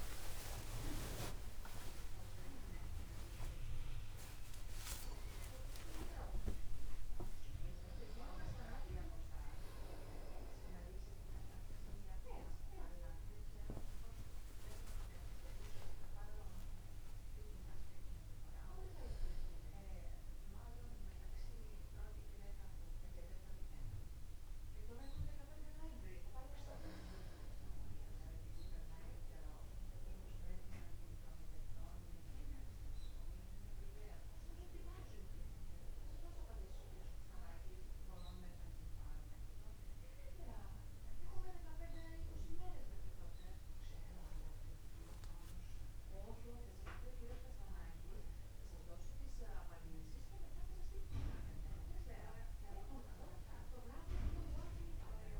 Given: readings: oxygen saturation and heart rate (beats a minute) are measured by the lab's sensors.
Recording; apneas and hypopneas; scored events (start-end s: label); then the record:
a person awake in a sleep study, by a room microphone; none
1.00-3.00 s: long interval between heartbeats (device-marked, heart rate 75 before, 67 extreme)
3.50-5.50 s: long interval between heartbeats (device-marked, heart rate 78 before, 60 extreme)
5.50-7.50 s: long interval between heartbeats (device-marked, heart rate 80 before, 65 extreme)
16.00-18.00 s: long interval between heartbeats (device-marked, heart rate 58 before, 37 extreme)
19.00-21.00 s: long interval between heartbeats (device-marked, heart rate 59 before, 56 extreme)
45.50-47.50 s: long interval between heartbeats (device-marked)
47.00-55.40 s: new sleep stage, N2 (light sleep)
From the record:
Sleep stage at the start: awake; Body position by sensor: upright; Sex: male